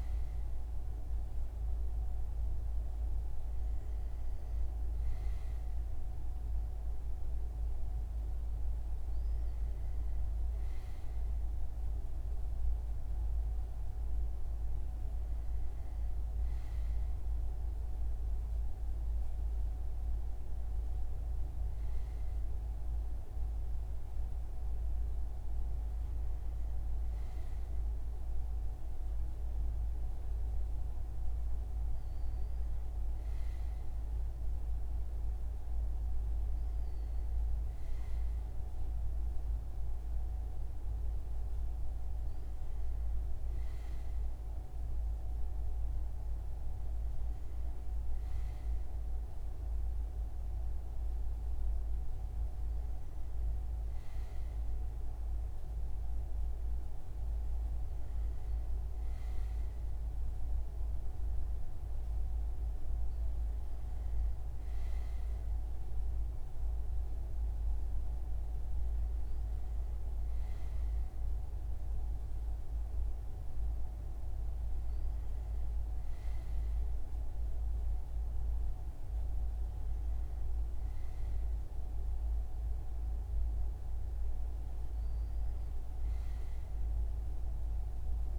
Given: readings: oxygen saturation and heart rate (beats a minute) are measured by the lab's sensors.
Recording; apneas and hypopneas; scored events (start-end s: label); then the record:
breathing in sleep, hard to hear, by a room microphone; none
none scored
From the record:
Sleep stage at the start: N2 (light sleep); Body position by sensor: on the front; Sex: male